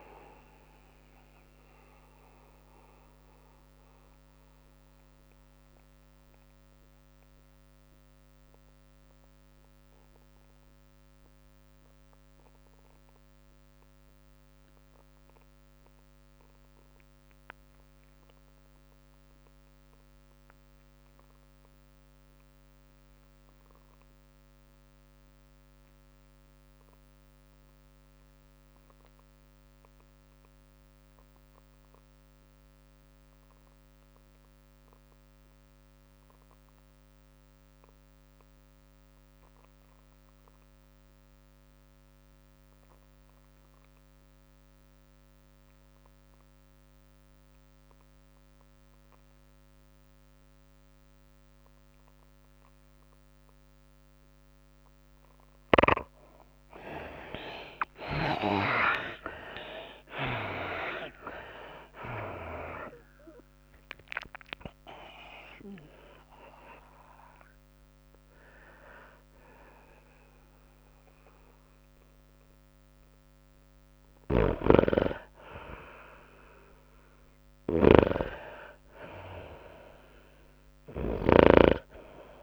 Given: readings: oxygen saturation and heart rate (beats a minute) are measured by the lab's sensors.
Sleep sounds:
breathing in sleep by a microphone on the trachea; 1
0.00-9.00 s: oxygen desaturation (device-marked, oxygen 71% lowest, heart rate 101 extreme)
0.00-10.00 s: drop in pulse transit time (device-marked, heart rate 110 extreme)
0.00-30.00 s: tachycardia (device-marked, heart rate 115 extreme)
2.00-56.00 s: mixed apnea (oxygen 99% before, 57% lowest, heart rate 109 before, 93 extreme, up 27 after)
16.00-78.00 s: oxygen desaturation (device-marked, oxygen 99% before, 57% lowest, heart rate 112 before, 93 extreme)
55.00-82.43 s: tachycardia (device-marked, heart rate 104 before, 122 extreme)
58.50-60.50 s: long interval between heartbeats (device-marked, heart rate 96 before, 104 extreme)
58.50-62.50 s: arousal
60.00-76.00 s: drop in pulse transit time (device-marked, heart rate 97 before, 111 extreme)
75.00-82.43 s: snoring (device-marked)
79.50-82.43 s: arousal
From the record:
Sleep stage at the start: N2 (light sleep); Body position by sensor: on the back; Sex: female

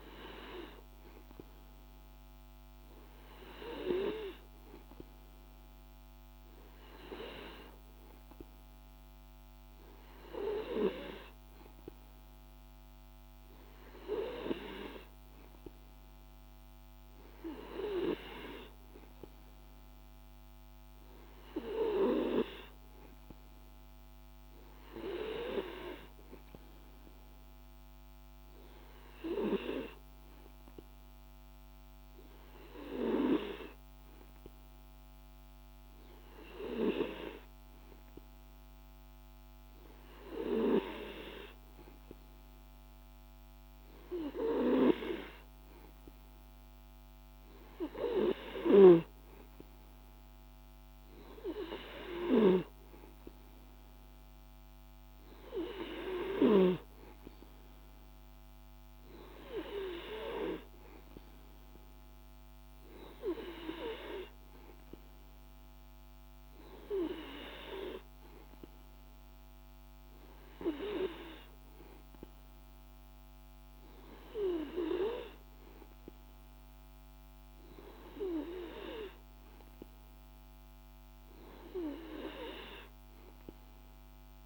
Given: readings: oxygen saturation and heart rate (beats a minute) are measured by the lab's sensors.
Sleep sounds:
breathing in sleep by a microphone on the trachea; none
none scored
From the record:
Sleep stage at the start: N2 (light sleep); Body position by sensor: on the back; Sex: male

